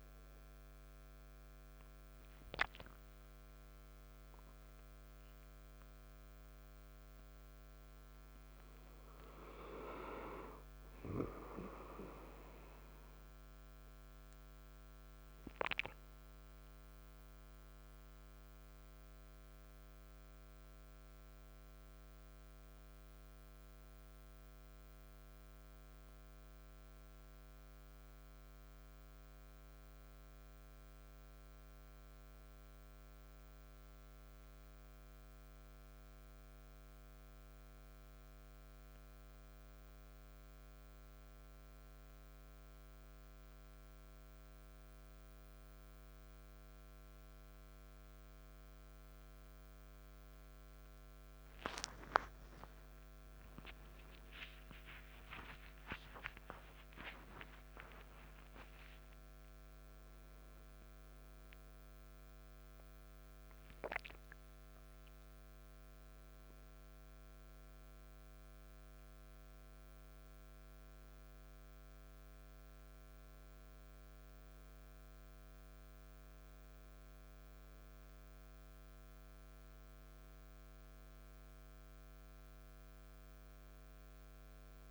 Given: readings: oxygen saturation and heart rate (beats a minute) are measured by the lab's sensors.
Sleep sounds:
a person partly awake in a sleep study, by a microphone on the trachea; none
20.50-84.91 s: new sleep stage, N1 (lightest sleep)
52.50-57.50 s: arousal
From the record:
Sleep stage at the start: awake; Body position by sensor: on the back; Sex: male

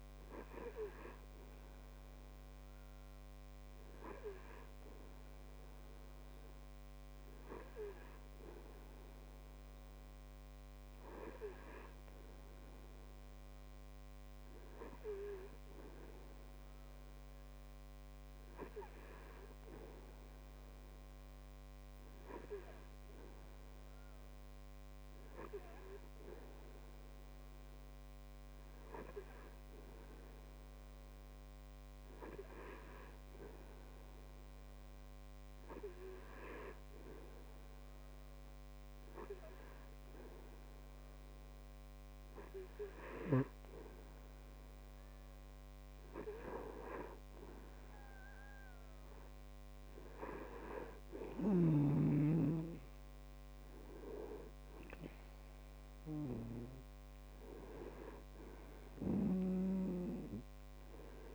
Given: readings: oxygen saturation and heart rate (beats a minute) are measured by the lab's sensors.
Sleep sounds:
breathing in sleep by a microphone on the trachea; none
59.50-61.35 s: snoring (device-marked)
From the record:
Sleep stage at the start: N2 (light sleep); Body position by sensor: on the back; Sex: male

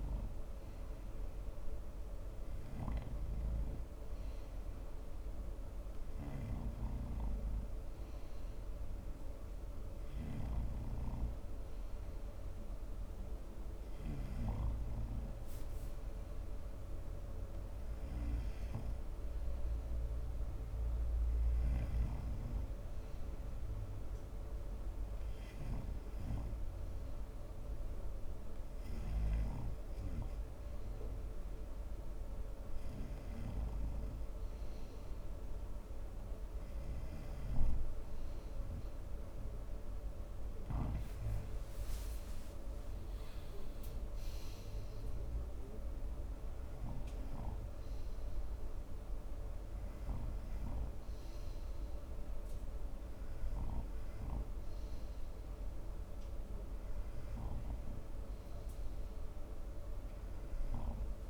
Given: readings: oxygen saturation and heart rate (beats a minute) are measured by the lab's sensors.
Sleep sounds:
breathing in sleep by a room microphone; none
none scored
From the record:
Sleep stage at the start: N2 (light sleep); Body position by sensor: on the front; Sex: male

